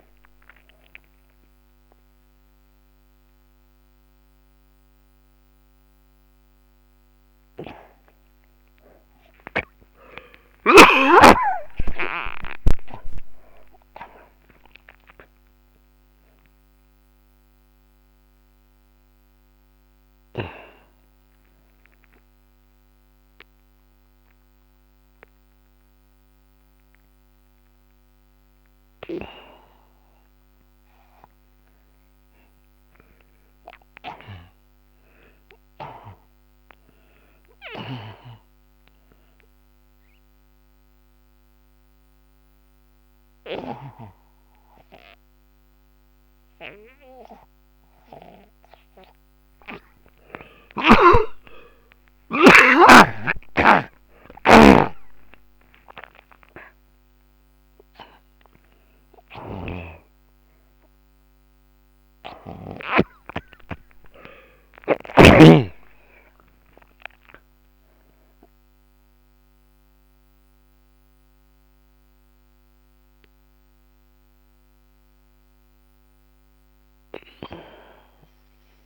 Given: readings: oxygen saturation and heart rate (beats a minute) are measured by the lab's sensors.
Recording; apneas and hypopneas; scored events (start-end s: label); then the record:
a person partly awake in a sleep study, by a microphone on the trachea; none
0.50-19.50 s: oxygen desaturation (device-marked, oxygen 96% before, 91% lowest, heart rate 69 before, 37 extreme)
13.50-43.50 s: new sleep stage, N1 (lightest sleep)
25.50-33.50 s: oxygen desaturation (device-marked, oxygen 96% before, 92% lowest, heart rate 65 before, 44 extreme)
40.50-55.50 s: oxygen desaturation (device-marked, oxygen 96% before, 82% lowest, heart rate 51 before, 53 extreme)
43.50-78.86 s: new sleep stage, N2 (light sleep)
53.50-58.50 s: arousal
55.00-63.50 s: snoring (device-marked)
61.50-76.50 s: oxygen desaturation (device-marked, oxygen 93% before, 88% lowest, heart rate 64 before, 64 extreme)
From the record:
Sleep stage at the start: awake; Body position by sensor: on the back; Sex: male